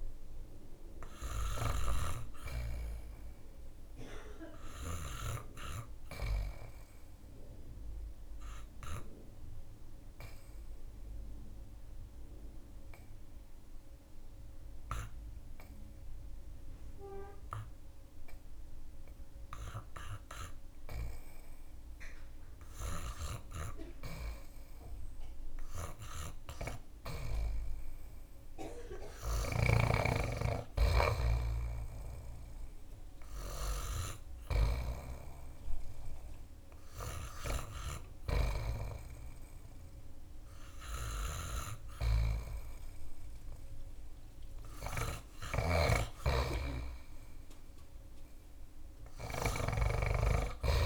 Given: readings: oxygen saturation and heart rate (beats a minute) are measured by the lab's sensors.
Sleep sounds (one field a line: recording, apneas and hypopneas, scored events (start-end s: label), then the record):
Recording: breathing in sleep by a room microphone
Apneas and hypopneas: 1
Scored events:
0.00-28.50 s: oxygen desaturation (device-marked, oxygen 87% lowest)
8.00-23.00 s: obstructive apnea (oxygen 97% before, 87% lowest)
28.50-34.00 s: snoring (device-marked)
36.00-39.50 s: arousal
44.50-50.86 s: snoring (device-marked)
46.50-50.86 s: oxygen desaturation (device-marked, oxygen 92% before, 87% lowest)
From the record:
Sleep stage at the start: REM sleep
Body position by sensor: on the back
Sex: male